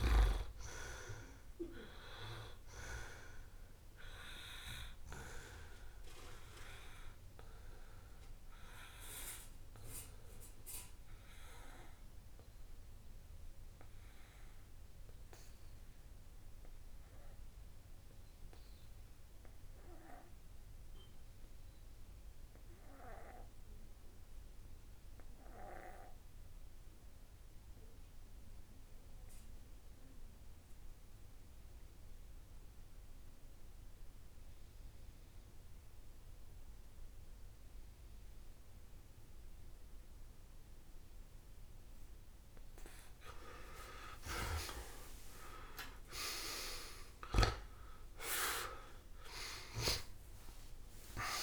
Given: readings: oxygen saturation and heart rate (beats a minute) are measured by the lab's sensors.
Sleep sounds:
breathing in sleep by a room microphone; 1
0.00-21.50 s: oxygen desaturation (device-marked, oxygen 92% lowest)
4.50-41.50 s: obstructive apnea (oxygen 97% before, 88% lowest)
34.50-51.43 s: oxygen desaturation (device-marked, oxygen 97% before, 88% lowest)
45.50-50.00 s: arousal
From the record:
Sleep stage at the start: N2 (light sleep); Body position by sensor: on the back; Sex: male

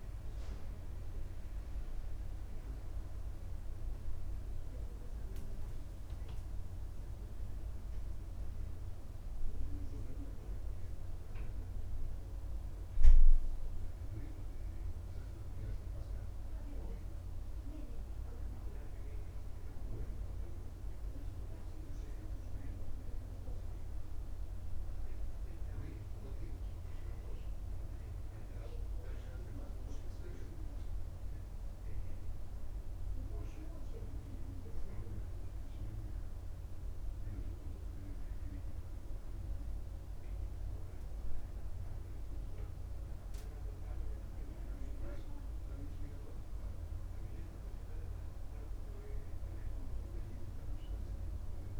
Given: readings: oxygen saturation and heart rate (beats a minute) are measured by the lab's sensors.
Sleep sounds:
breathing in sleep, hard to hear, by a room microphone; none
none scored
From the record:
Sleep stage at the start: N2 (light sleep); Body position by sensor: upright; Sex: male

